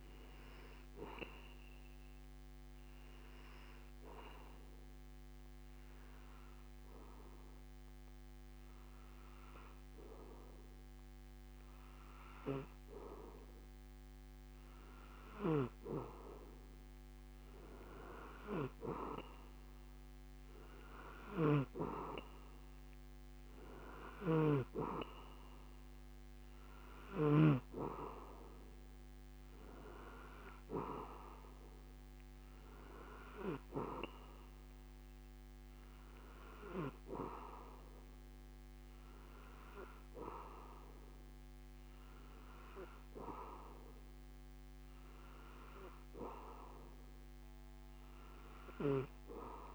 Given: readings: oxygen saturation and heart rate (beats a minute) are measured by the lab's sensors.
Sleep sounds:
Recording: breathing in sleep by a microphone on the trachea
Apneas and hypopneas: 1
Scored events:
3.50-15.50 s: obstructive apnea (oxygen 95% before, 92% lowest)
18.00-21.00 s: arousal
24.00-27.50 s: snoring (device-marked)
From the record:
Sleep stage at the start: N2 (light sleep)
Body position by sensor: on the back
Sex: male

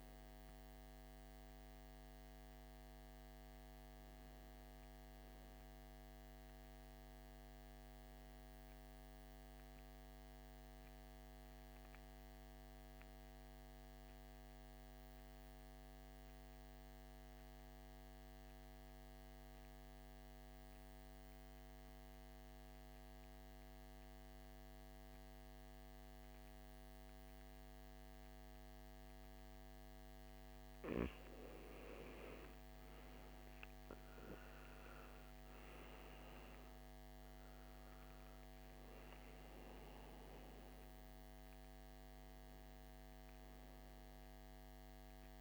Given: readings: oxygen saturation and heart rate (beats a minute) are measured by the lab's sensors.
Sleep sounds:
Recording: breathing in sleep, hard to hear, by a microphone on the trachea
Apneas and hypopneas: 1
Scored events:
0.00-8.50 s: oxygen desaturation (device-marked, oxygen 86% lowest, heart rate 54 extreme)
9.50-30.50 s: mixed apnea (oxygen 98% before, 88% lowest, heart rate 65 before, 54 extreme, up 15 after)
32.50-45.41 s: oxygen desaturation (device-marked, oxygen 98% before, 88% lowest, heart rate 56 before, 56 extreme)
From the record:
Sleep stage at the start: N2 (light sleep)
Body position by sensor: on the back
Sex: male

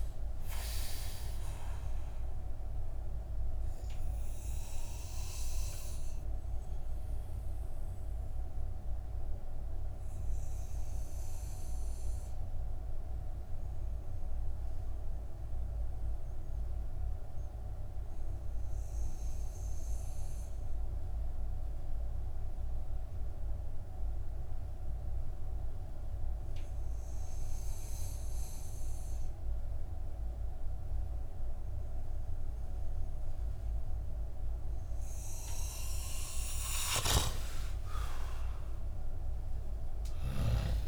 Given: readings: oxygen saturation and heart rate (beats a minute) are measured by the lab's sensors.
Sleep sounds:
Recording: breathing in sleep, hard to hear, by a room microphone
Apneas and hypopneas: 1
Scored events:
0.00-10.00 s: oxygen desaturation (device-marked, oxygen 92% lowest)
2.50-35.00 s: obstructive apnea (oxygen 97% before, 90% lowest)
36.50-40.00 s: arousal
From the record:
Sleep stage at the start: N2 (light sleep)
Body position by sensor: on the back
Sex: male

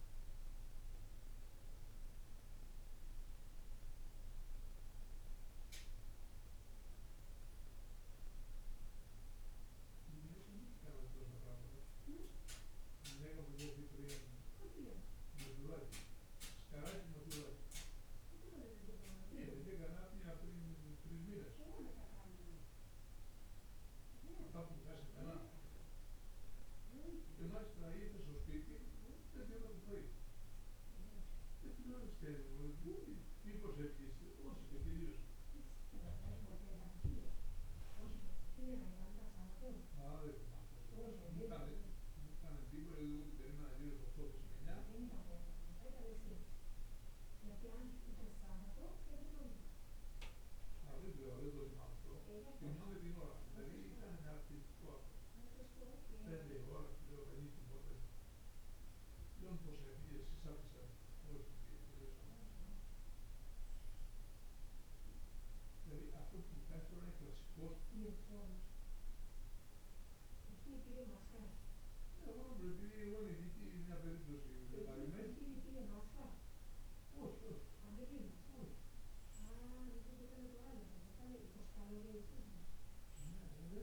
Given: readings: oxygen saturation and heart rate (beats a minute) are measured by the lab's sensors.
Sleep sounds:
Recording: breathing in sleep by a room microphone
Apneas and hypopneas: none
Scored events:
4.00-9.50 s: arousal
59.50-83.83 s: new sleep stage, N2 (light sleep)
From the record:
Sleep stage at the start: N1 (lightest sleep)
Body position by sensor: on the right side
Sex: male

